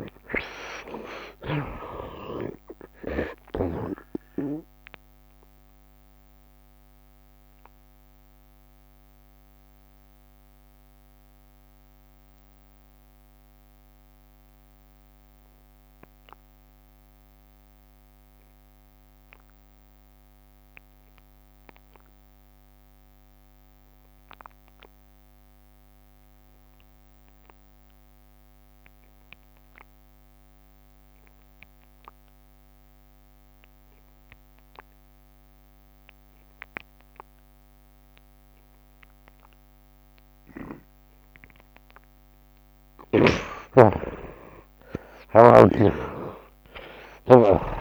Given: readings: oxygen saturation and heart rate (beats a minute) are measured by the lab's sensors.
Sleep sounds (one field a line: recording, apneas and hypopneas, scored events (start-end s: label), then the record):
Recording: breathing in sleep by a microphone on the trachea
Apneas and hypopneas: 1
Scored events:
0.00-2.50 s: arousal
0.00-24.50 s: oxygen desaturation (device-marked, oxygen 49% lowest, heart rate 72 extreme)
5.50-43.50 s: mixed apnea (oxygen 67% before, 49% lowest, heart rate 76 before, 72 extreme, up 16 after)
26.50-47.81 s: oxygen desaturation (device-marked, oxygen 83% before, 51% lowest, heart rate 76 before, 72 extreme)
44.50-46.50 s: long interval between heartbeats (device-marked, heart rate 75 before, 86 extreme)
45.00-47.81 s: arousal
From the record:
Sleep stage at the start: N2 (light sleep)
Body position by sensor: on the right side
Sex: male